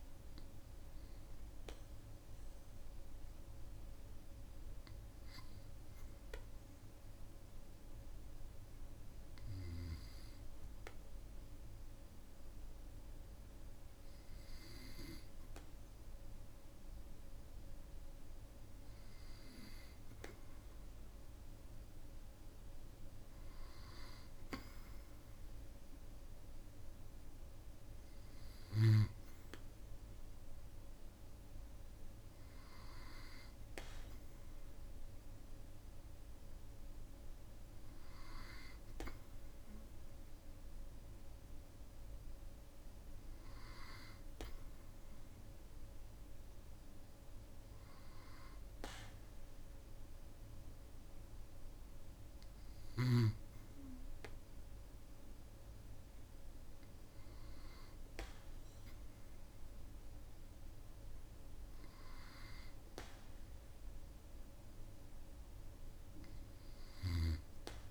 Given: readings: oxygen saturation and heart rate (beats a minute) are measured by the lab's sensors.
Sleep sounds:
breathing in sleep by a room microphone; none
none scored
From the record:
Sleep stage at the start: N2 (light sleep); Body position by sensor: on the back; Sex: male

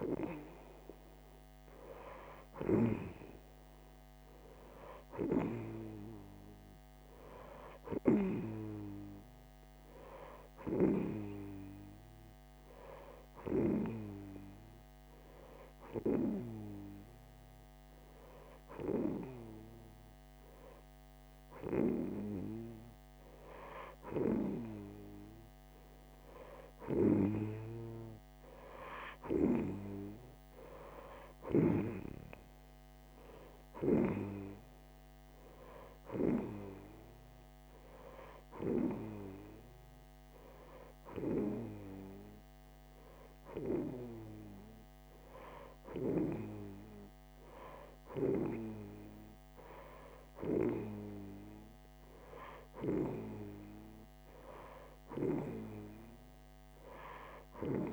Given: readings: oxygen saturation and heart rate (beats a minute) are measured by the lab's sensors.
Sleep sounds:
breathing in sleep by a microphone on the trachea; 1
13.50-25.00 s: hypopnea (oxygen 90% before, 89% lowest, heart rate 156 before, 96 extreme)
27.50-31.00 s: arousal
From the record:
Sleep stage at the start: N2 (light sleep); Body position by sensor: on the right side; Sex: female

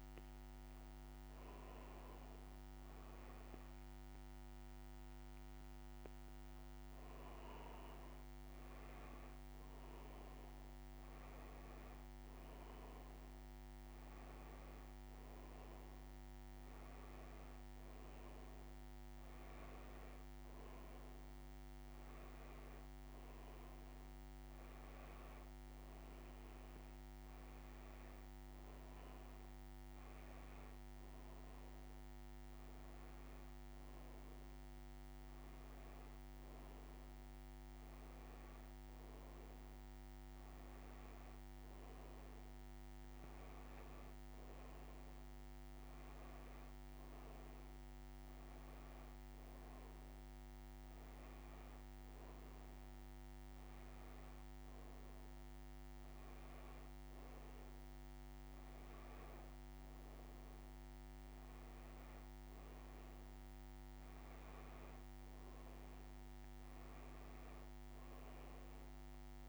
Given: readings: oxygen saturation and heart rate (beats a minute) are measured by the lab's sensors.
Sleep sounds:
breathing in sleep, hard to hear, by a microphone on the trachea; none
66.00-69.49 s: new sleep stage, N2 (light sleep)
From the record:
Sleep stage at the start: N1 (lightest sleep); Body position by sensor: on the back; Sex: female

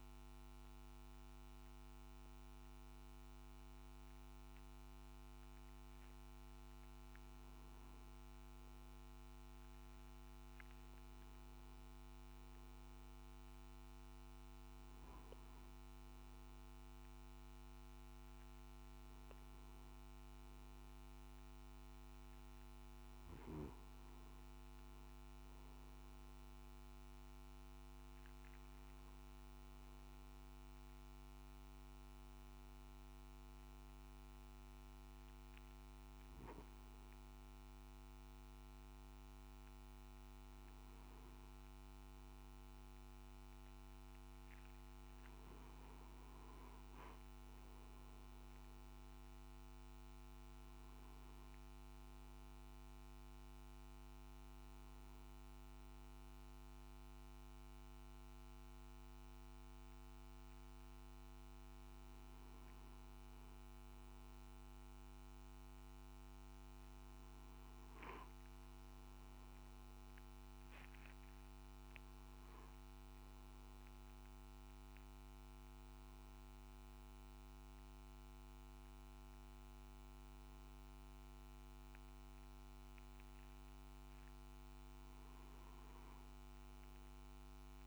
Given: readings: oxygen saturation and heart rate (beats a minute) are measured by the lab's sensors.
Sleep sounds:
breathing in sleep, hard to hear, by a microphone on the trachea; 1
25.00-30.00 s: arousal
34.50-47.00 s: hypopnea (oxygen 96% before, 94% lowest, heart rate 62 before, 60 extreme, up 6 after)
49.50-53.00 s: arousal
From the record:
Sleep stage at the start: N2 (light sleep); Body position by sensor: on the back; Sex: male

